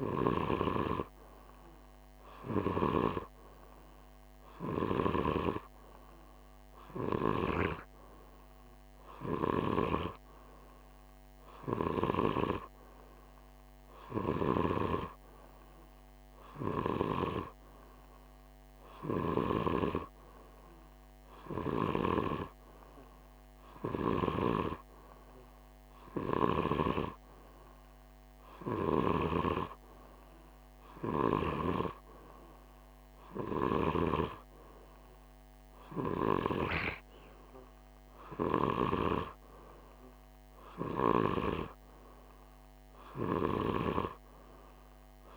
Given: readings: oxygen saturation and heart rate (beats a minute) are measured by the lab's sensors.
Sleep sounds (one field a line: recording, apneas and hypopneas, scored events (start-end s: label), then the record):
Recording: breathing in sleep by a microphone on the trachea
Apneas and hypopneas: none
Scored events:
none scored
From the record:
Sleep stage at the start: N2 (light sleep)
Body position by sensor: on the right side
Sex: male